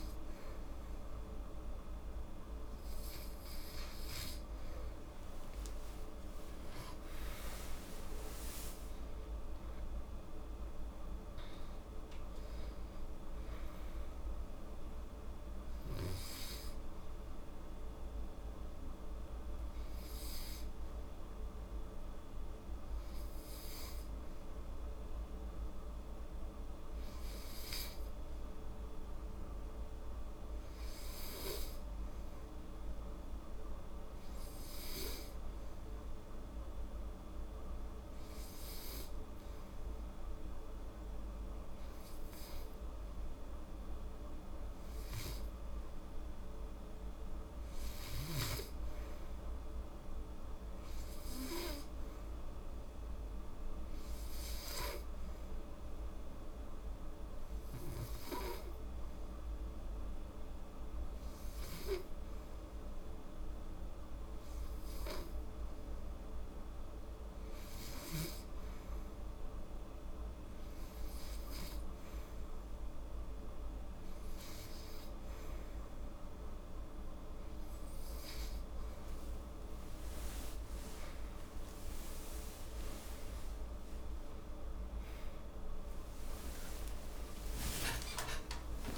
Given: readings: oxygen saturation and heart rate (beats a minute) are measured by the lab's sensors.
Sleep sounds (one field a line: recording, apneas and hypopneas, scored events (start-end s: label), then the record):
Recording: breathing in sleep, hard to hear, by a room microphone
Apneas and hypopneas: 2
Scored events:
0.00-32.00 s: oxygen desaturation (device-marked, oxygen 92% before, 86% lowest, heart rate 79 before, 73 extreme)
4.50-8.50 s: arousal
19.00-42.50 s: hypopnea (oxygen 92% before, 87% lowest, heart rate 82 before, 74 extreme, up 5 after)
45.00-48.00 s: arousal
45.00-64.00 s: oxygen desaturation (device-marked, oxygen 97% before, 88% lowest, heart rate 75 before, 78 extreme)
53.50-66.50 s: hypopnea (oxygen 98% before, 87% lowest, heart rate 77 before, 78 extreme, up 2 after)
From the record:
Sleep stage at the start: N2 (light sleep)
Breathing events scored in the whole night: 177 in 5.9 hours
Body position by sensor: on the back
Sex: female